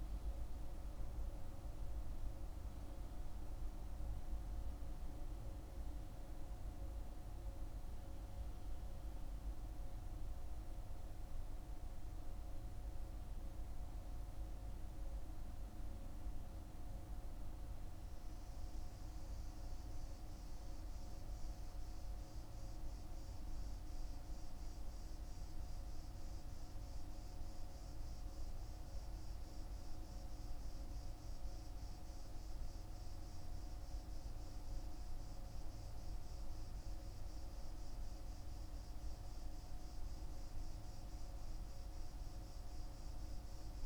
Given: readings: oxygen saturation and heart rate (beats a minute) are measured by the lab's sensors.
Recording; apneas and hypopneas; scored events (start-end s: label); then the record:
breathing in sleep, hard to hear, by a room microphone; none
none scored
From the record:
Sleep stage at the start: N2 (light sleep); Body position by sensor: on the back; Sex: male